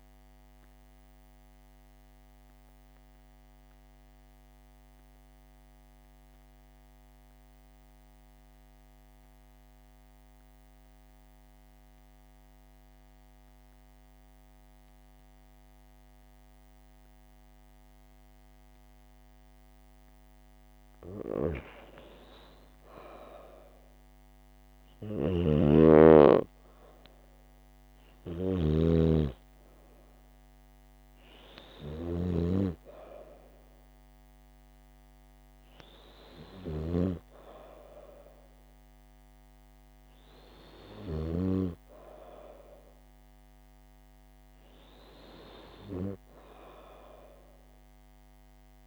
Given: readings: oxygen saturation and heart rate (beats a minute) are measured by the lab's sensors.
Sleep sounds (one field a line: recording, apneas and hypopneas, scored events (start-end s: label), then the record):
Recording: breathing in sleep by a microphone on the trachea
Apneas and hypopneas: 1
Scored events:
0.50-22.00 s: obstructive apnea (oxygen 98% before, 87% lowest, heart rate 78 before, 74 extreme, up 5 after)
20.50-48.50 s: oxygen desaturation (device-marked, oxygen 97% before, 87% lowest, heart rate 76 before, 77 extreme)
23.50-26.50 s: arousal
25.00-41.50 s: snoring (device-marked)
From the record:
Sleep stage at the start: N2 (light sleep)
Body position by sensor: on the right side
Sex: female